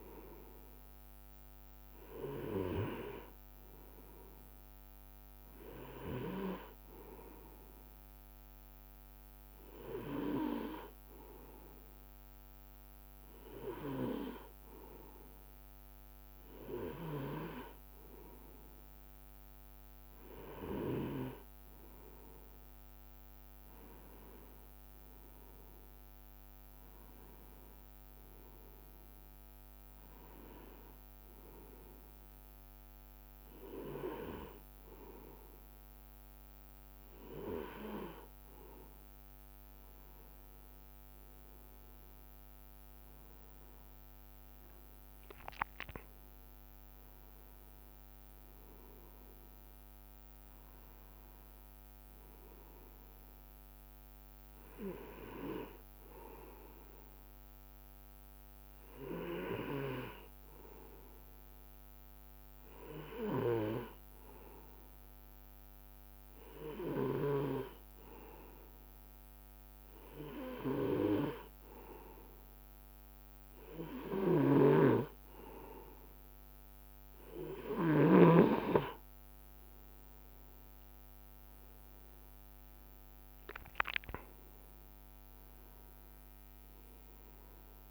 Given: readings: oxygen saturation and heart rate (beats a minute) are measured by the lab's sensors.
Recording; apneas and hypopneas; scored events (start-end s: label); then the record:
breathing in sleep by a microphone on the trachea; none
82.00-87.50 s: arousal
From the record:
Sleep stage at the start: N2 (light sleep); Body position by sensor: on the right side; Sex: male